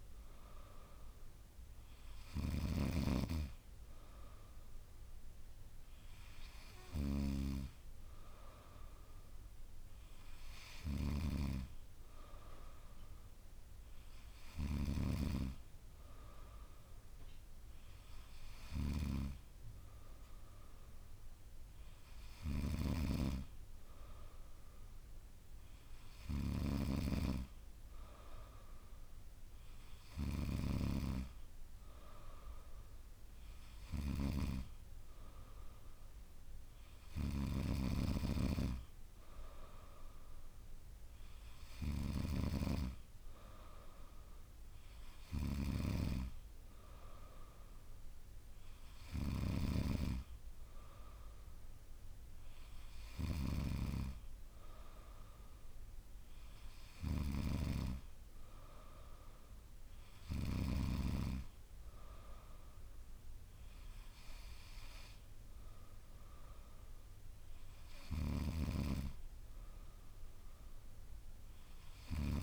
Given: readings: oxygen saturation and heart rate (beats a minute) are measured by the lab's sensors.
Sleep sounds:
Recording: breathing in sleep by a room microphone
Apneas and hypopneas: none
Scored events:
none scored
From the record:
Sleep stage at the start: N3 (deep sleep)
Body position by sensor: on the back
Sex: female

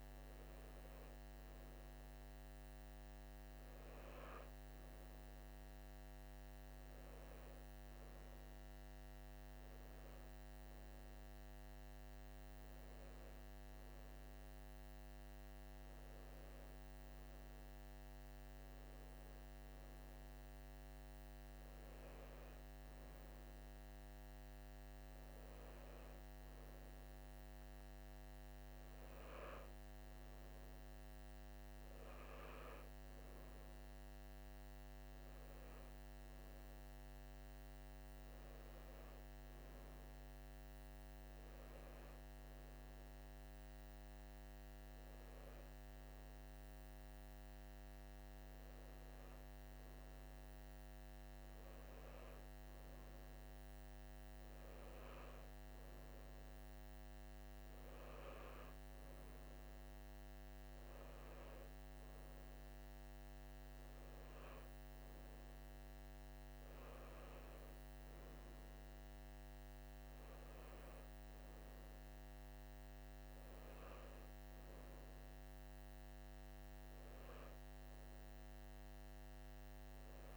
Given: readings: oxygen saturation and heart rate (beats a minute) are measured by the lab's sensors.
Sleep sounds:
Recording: breathing in sleep, hard to hear, by a microphone on the trachea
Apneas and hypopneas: none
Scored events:
none scored
From the record:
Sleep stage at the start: N3 (deep sleep)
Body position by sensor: on the right side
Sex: male

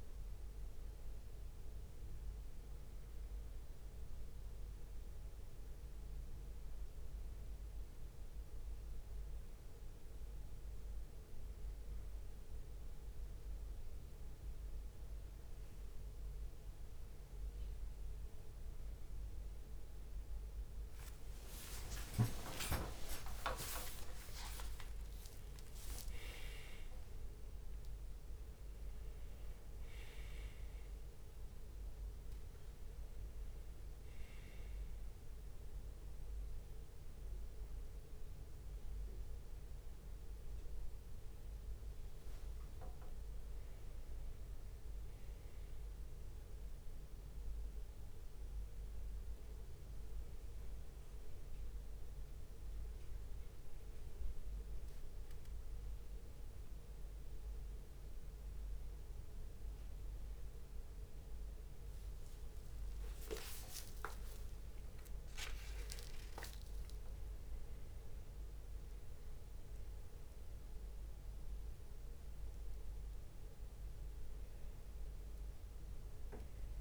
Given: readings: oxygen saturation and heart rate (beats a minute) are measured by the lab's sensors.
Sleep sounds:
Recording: a person partly awake in a sleep study, by a room microphone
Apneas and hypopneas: none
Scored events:
6.00-13.00 s: bradycardia (device-marked)
14.50-17.50 s: leg movement (device-marked)
20.00-26.00 s: bradycardia (device-marked)
21.00-28.50 s: leg movement (device-marked)
23.00-25.00 s: long interval between heartbeats (device-marked)
28.00-30.00 s: long interval between heartbeats (device-marked)
28.00-35.00 s: drop in pulse transit time (device-marked)
28.00-58.00 s: new sleep stage, awake
30.50-32.50 s: long interval between heartbeats (device-marked)
31.00-39.00 s: bradycardia (device-marked, heart rate 37 before, 34 extreme)
42.50-44.50 s: long interval between heartbeats (device-marked, heart rate 43 before, 60 extreme)
42.50-45.50 s: leg movement (device-marked)
54.50-60.50 s: leg movement (device-marked)
58.00-69.00 s: drop in pulse transit time (device-marked, heart rate 61 before, 62 extreme)
58.00-76.81 s: new sleep stage, N1 (lightest sleep)
63.00-71.50 s: leg movement (device-marked)
64.00-66.00 s: tachycardia (device-marked, heart rate 37 before, 100 extreme)
64.50-66.50 s: long interval between heartbeats (device-marked, heart rate 66 before, 99 extreme)
From the record:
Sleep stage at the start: N2 (light sleep)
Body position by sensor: on the back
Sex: male

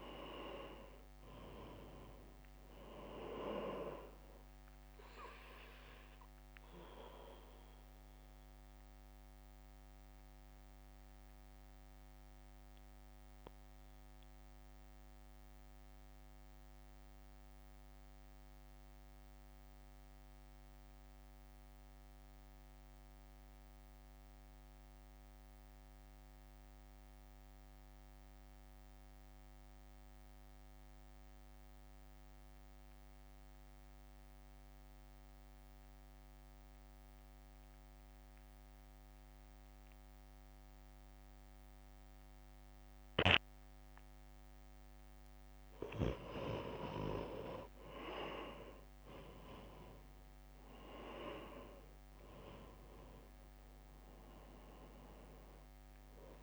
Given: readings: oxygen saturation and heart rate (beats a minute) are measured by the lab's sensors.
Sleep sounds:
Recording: breathing in sleep by a microphone on the trachea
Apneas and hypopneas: 1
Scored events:
0.00-13.00 s: drop in pulse transit time (device-marked, heart rate 61 before, 53 extreme)
0.00-30.00 s: oxygen desaturation (device-marked, oxygen 87% lowest, heart rate 52 extreme)
6.00-44.00 s: mixed apnea (oxygen 98% before, 86% lowest, heart rate 58 before, 52 extreme, up 4 after)
37.00-56.43 s: oxygen desaturation (device-marked, oxygen 98% before, 86% lowest, heart rate 62 before, 52 extreme)
49.00-52.50 s: arousal
50.00-56.43 s: drop in pulse transit time (device-marked, heart rate 60 before, 52 extreme)
From the record:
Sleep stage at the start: N2 (light sleep)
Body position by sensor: on the right side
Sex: male

